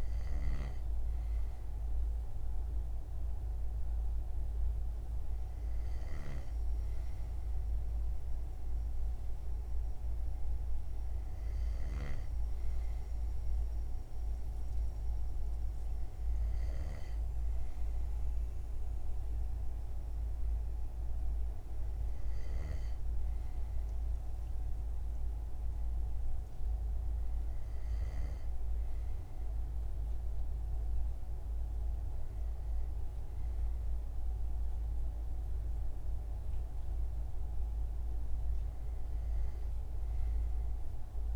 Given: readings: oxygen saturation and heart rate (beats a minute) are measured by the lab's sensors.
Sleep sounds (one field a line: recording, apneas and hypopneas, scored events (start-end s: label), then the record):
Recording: breathing in sleep, hard to hear, by a room microphone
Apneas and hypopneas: none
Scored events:
0.00-16.50 s: snoring (device-marked)
From the record:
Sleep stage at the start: N2 (light sleep)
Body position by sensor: on the front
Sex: male